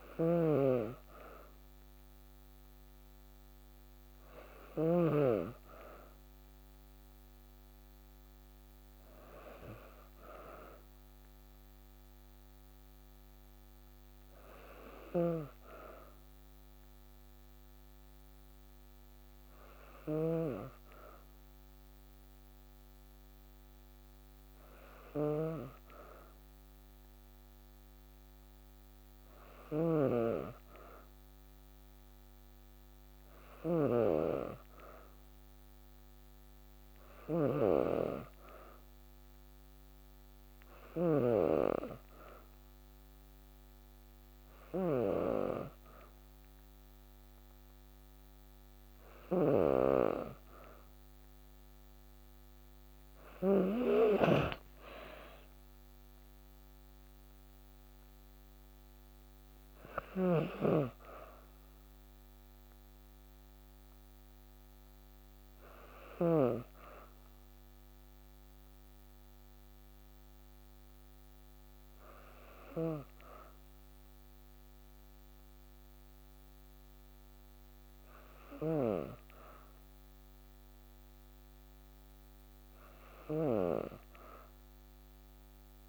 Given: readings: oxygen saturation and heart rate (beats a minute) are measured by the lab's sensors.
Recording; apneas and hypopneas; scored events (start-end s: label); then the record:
breathing in sleep by a microphone on the trachea; none
0.00-4.50 s: snoring (device-marked)
19.50-53.00 s: snoring (device-marked)
59.50-66.00 s: snoring (device-marked)
72.00-83.00 s: snoring (device-marked)
From the record:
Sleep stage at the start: N2 (light sleep); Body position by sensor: on the back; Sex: female